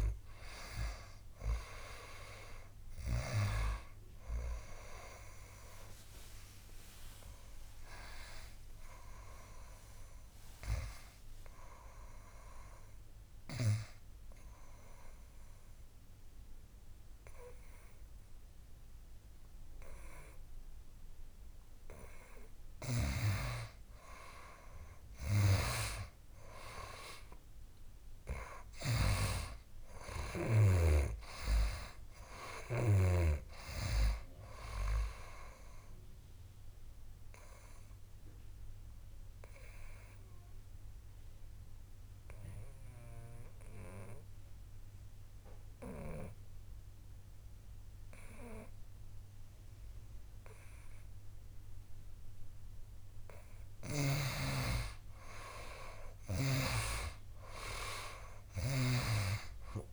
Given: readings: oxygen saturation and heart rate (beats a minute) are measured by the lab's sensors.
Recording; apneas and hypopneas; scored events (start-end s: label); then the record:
breathing in sleep by a room microphone; 2
14.00-24.00 s: obstructive apnea (oxygen 99% before, 90% lowest, heart rate 76 before, 73 extreme, up 4 after)
22.50-33.00 s: snoring (device-marked)
26.00-30.50 s: arousal
32.00-51.00 s: oxygen desaturation (device-marked, oxygen 98% before, 92% lowest, heart rate 76 before, 70 extreme)
37.50-53.00 s: mixed apnea (oxygen 98% before, 85% lowest, heart rate 76 before, 70 extreme, up 1 after)
55.50-58.50 s: arousal
56.50-59.93 s: snoring (device-marked)
From the record:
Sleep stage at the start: N2 (light sleep); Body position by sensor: on the back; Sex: male